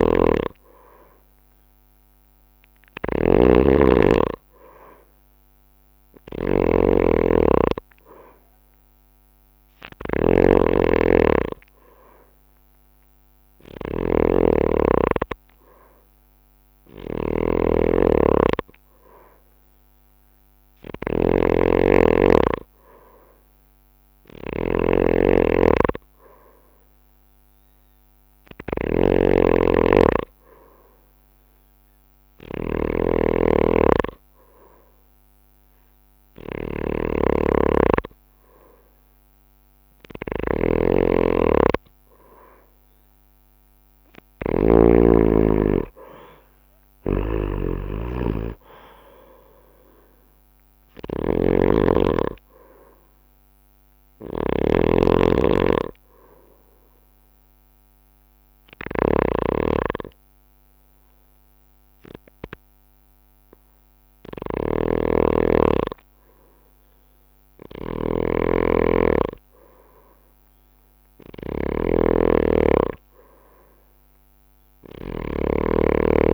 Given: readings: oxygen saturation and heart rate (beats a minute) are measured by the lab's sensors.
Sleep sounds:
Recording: breathing in sleep by a microphone on the trachea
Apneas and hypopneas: 1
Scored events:
0.00-45.00 s: snoring (device-marked)
47.00-76.34 s: snoring (device-marked)
50.50-54.00 s: arousal
51.50-53.50 s: long interval between heartbeats (device-marked)
56.50-67.50 s: hypopnea (oxygen 93% before, 90% lowest)
67.50-76.34 s: bradycardia (device-marked)
74.00-76.34 s: arousal
From the record:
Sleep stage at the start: N2 (light sleep)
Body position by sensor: on the right side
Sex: male

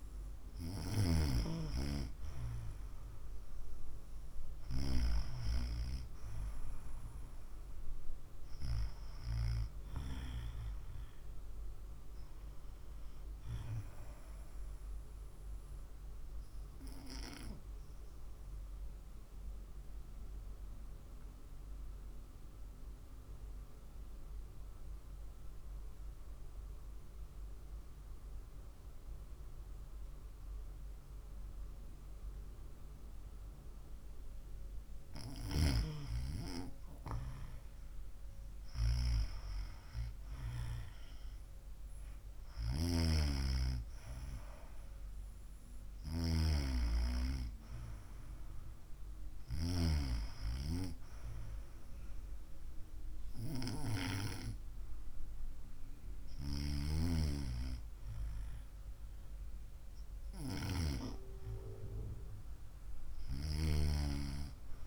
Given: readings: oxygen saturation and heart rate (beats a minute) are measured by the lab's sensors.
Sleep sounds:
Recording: breathing in sleep by a room microphone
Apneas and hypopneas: 1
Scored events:
13.00-16.50 s: arousal
19.00-35.00 s: obstructive apnea (oxygen 95% before, 93% lowest, heart rate 62 before, 54 extreme, up 3 after)
34.50-57.50 s: oxygen desaturation (device-marked, oxygen 96% before, 93% lowest, heart rate 62 before, 56 extreme)
37.00-40.00 s: arousal
From the record:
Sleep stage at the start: N2 (light sleep)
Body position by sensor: on the right side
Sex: female

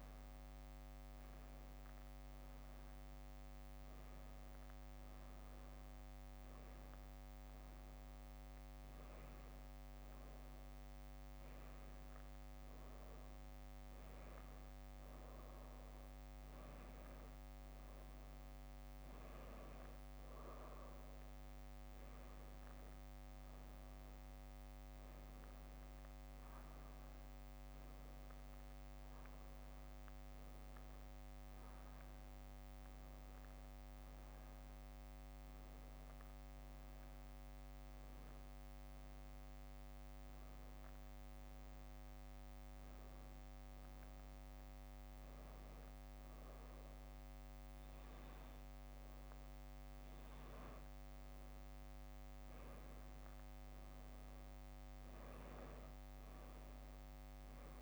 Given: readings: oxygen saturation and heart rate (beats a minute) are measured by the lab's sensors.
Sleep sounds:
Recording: breathing in sleep, hard to hear, by a microphone on the trachea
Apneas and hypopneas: none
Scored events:
51.00-53.00 s: bradycardia (device-marked, heart rate 71 before, 61 extreme)
From the record:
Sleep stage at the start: N2 (light sleep)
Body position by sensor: on the back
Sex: female

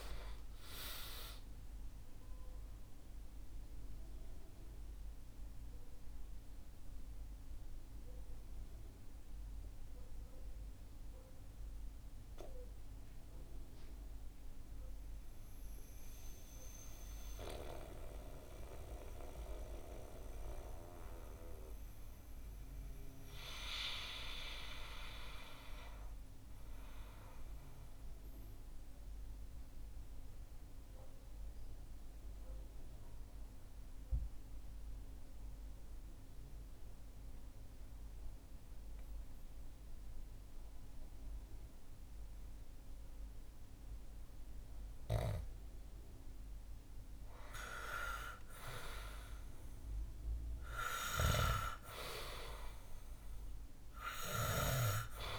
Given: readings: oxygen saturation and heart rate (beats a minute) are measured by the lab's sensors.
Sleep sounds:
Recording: breathing in sleep by a room microphone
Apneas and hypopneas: 1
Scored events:
3.00-45.50 s: mixed apnea (oxygen 96% before, 84% lowest, heart rate 69 before, 59 extreme, up 4 after)
10.00-27.00 s: oxygen desaturation (device-marked, oxygen 94% before, 84% lowest, heart rate 74 before, 65 extreme)
47.00-51.00 s: arousal
From the record:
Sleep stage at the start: REM sleep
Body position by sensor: on the back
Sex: male

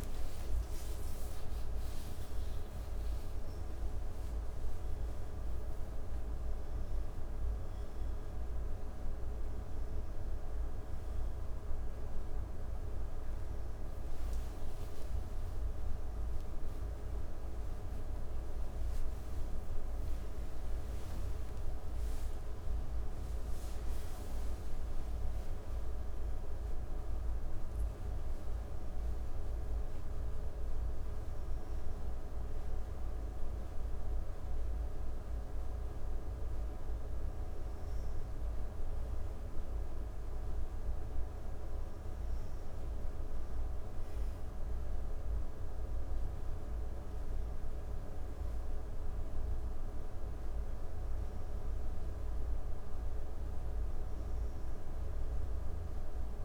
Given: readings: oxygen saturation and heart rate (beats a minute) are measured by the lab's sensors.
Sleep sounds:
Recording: a person awake in a sleep study, hard to hear, by a room microphone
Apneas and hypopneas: none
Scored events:
none scored
From the record:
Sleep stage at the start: awake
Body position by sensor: on the back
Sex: female

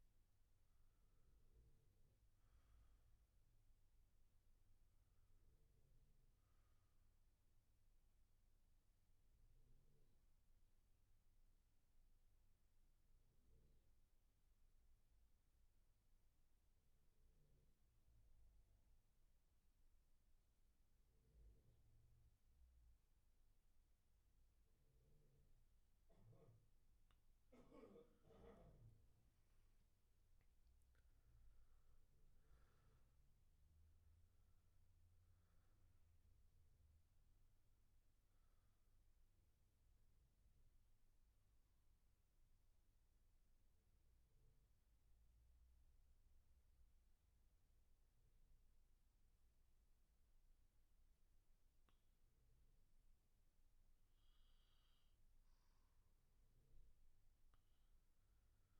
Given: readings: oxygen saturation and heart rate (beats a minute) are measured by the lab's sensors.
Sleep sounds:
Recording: breathing in sleep, hard to hear, by a room microphone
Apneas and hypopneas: 2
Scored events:
0.00-8.00 s: oxygen desaturation (device-marked, oxygen 88% lowest, heart rate 61 extreme)
7.00-26.50 s: mixed apnea (oxygen 98% before, 88% lowest, heart rate 71 before, 61 extreme, up 12 after)
27.00-46.00 s: oxygen desaturation (device-marked, oxygen 97% before, 88% lowest, heart rate 66 before, 63 extreme)
28.50-31.00 s: arousal
40.50-54.50 s: obstructive apnea (oxygen 97% before, 84% lowest, heart rate 69 before, 63 extreme, up 7 after)
From the record:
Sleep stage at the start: N2 (light sleep)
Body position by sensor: on the back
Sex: male

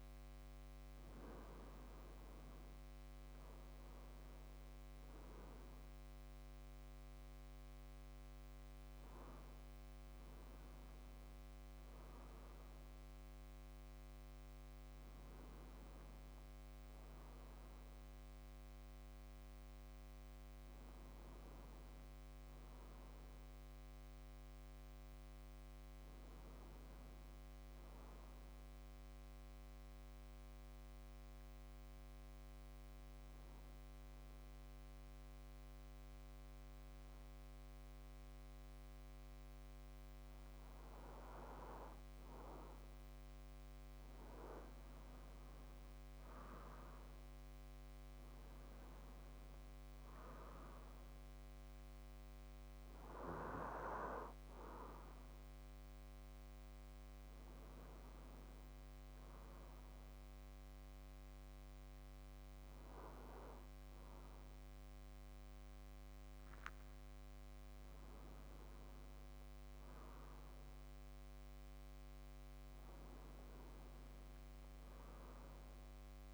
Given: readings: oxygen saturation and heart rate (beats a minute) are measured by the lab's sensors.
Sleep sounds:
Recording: breathing in sleep by a microphone on the trachea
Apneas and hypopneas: 1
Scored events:
18.00-22.00 s: arousal
28.00-41.50 s: obstructive apnea (oxygen 96% before, 92% lowest, heart rate 74 before, 55 extreme, up 30 after)
45.00-48.00 s: arousal
45.50-64.50 s: oxygen desaturation (device-marked, oxygen 96% before, 92% lowest, heart rate 78 before, 54 extreme)
From the record:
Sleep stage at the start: N2 (light sleep)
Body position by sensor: on the back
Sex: male

